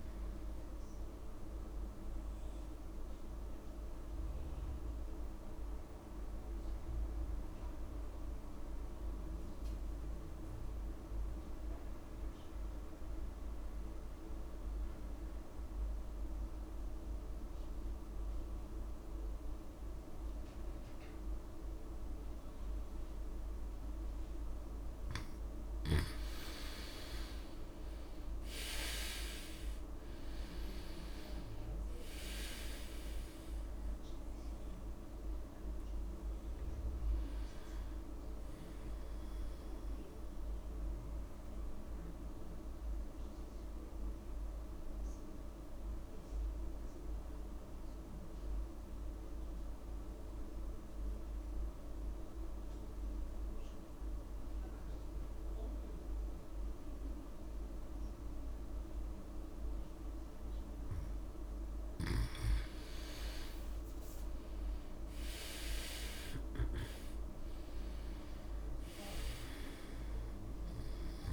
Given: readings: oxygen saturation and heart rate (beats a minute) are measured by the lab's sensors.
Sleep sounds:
breathing in sleep, hard to hear, by a room microphone; 2
0.00-17.00 s: oxygen desaturation (device-marked, oxygen 88% lowest)
1.50-24.00 s: mixed apnea (oxygen 98% before, 87% lowest)
24.00-51.00 s: oxygen desaturation (device-marked, oxygen 99% before, 87% lowest)
26.50-30.50 s: arousal
40.00-60.00 s: mixed apnea (oxygen 99% before, 87% lowest)
62.50-65.50 s: arousal
65.00-71.33 s: oxygen desaturation (device-marked, oxygen 98% before, 89% lowest)
From the record:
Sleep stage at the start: N2 (light sleep); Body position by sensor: on the back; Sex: male

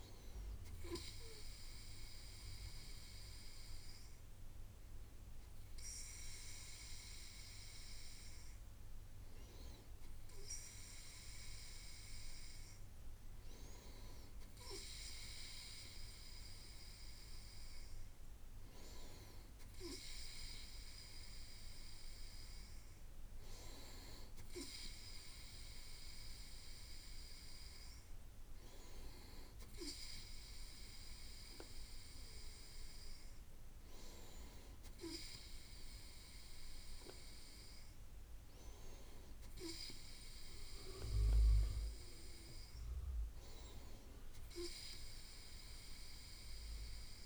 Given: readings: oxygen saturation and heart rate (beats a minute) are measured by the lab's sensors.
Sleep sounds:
breathing in sleep by a room microphone; none
none scored
From the record:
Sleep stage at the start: N2 (light sleep); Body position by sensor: on the right side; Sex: male

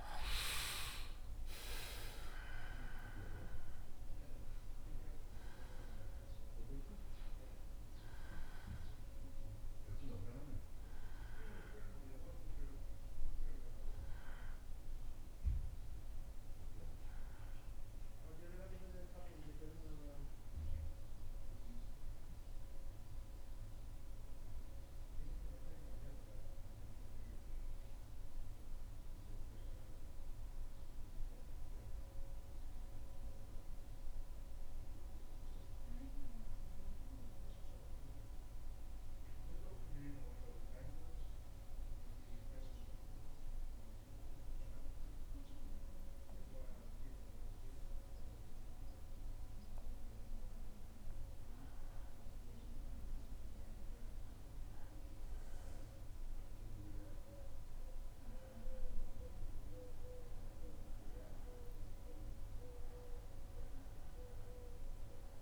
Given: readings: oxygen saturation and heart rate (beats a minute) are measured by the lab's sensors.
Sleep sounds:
breathing in sleep by a room microphone; 1
0.00-21.50 s: oxygen desaturation (device-marked, oxygen 92% lowest, heart rate 74 extreme)
21.50-50.00 s: mixed apnea (oxygen 96% before, 90% lowest, heart rate 77 before, 75 extreme, up 2 after)
28.50-37.50 s: oxygen desaturation (device-marked, oxygen 93% before, 90% lowest, heart rate 77 before, 75 extreme)
45.50-54.50 s: oxygen desaturation (device-marked, oxygen 93% before, 90% lowest, heart rate 76 before, 75 extreme)
53.00-58.00 s: arousal
From the record:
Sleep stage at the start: N2 (light sleep); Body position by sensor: on the back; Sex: male

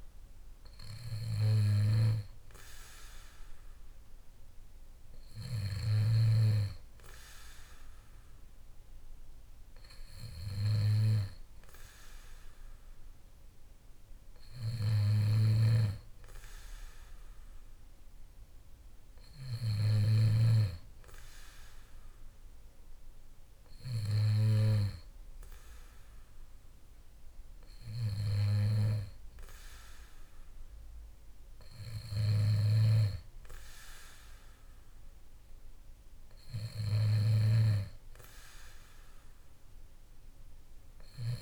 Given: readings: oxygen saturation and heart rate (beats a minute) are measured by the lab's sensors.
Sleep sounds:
breathing in sleep by a room microphone; none
15.50-20.50 s: snoring (device-marked)
32.50-41.41 s: snoring (device-marked)
From the record:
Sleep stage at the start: N2 (light sleep); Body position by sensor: on the back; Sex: male

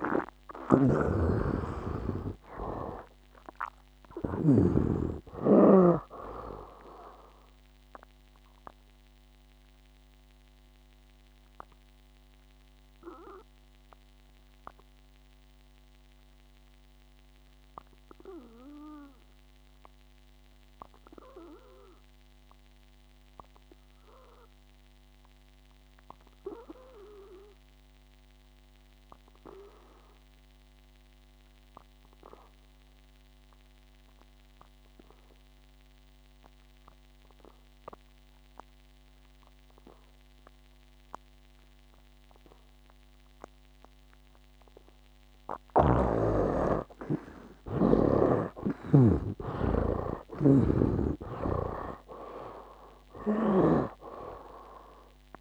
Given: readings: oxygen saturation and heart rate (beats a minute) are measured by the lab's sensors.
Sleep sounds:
breathing in sleep by a microphone on the trachea; 1
0.00-3.00 s: arousal
0.00-5.00 s: snoring (device-marked)
0.00-32.50 s: oxygen desaturation (device-marked, oxygen 71% lowest, heart rate 56 extreme)
8.50-46.00 s: obstructive apnea (oxygen 97% before, 68% lowest, heart rate 69 before, 56 extreme, up 20 after)
34.50-55.41 s: oxygen desaturation (device-marked, oxygen 97% before, 68% lowest, heart rate 60 before, 58 extreme)
46.00-49.50 s: snoring (device-marked)
49.00-53.00 s: arousal
From the record:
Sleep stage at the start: N2 (light sleep); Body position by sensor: on the back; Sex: male

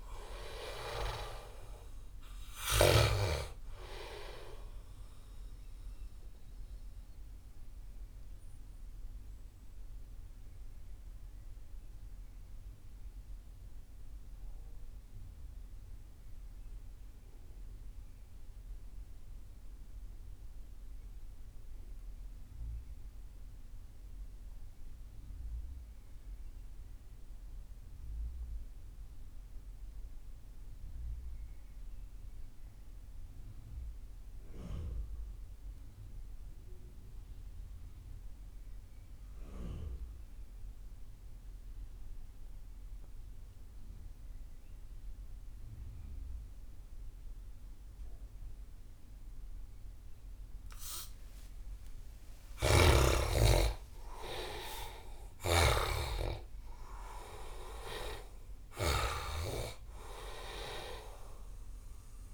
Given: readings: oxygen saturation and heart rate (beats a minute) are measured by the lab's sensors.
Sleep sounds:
breathing in sleep by a room microphone; 1
0.00-2.50 s: snoring (device-marked)
0.00-21.00 s: oxygen desaturation (device-marked, oxygen 74% lowest)
4.00-51.00 s: mixed apnea (oxygen 97% before, 68% lowest)
39.00-62.34 s: oxygen desaturation (device-marked, oxygen 97% before, 68% lowest)
51.50-55.50 s: arousal
52.00-58.50 s: snoring (device-marked)
From the record:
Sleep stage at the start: REM sleep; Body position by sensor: on the back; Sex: male

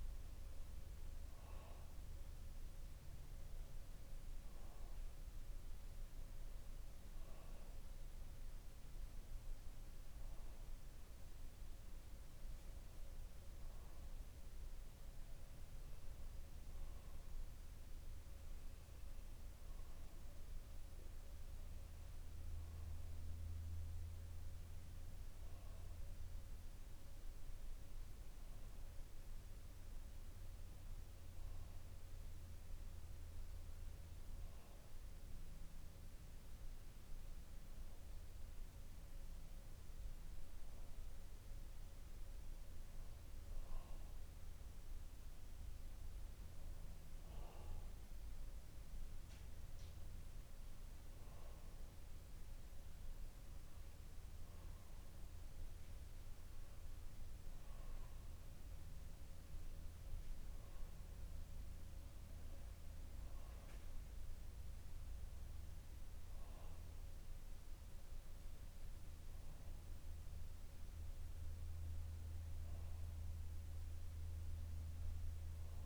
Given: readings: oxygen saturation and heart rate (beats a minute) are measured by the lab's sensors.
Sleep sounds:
breathing in sleep, hard to hear, by a room microphone; none
65.00-70.00 s: bradycardia (device-marked, heart rate 62 before, 59 extreme)
From the record:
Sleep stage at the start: N2 (light sleep); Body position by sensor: on the back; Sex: male

